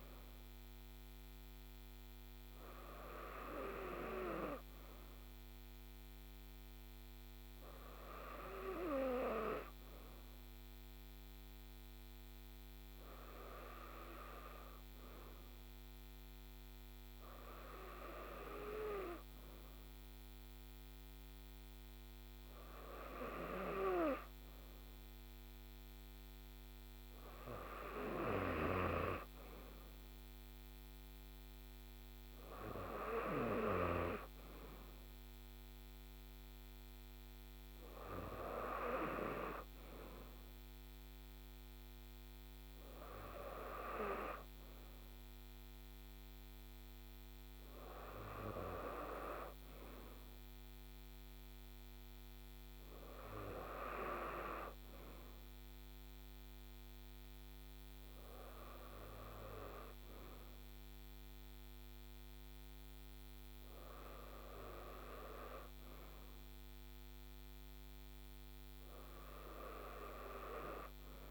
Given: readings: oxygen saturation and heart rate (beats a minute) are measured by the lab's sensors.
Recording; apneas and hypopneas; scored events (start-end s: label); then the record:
breathing in sleep by a microphone on the trachea; none
none scored
From the record:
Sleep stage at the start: N2 (light sleep); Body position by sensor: on the right side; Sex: female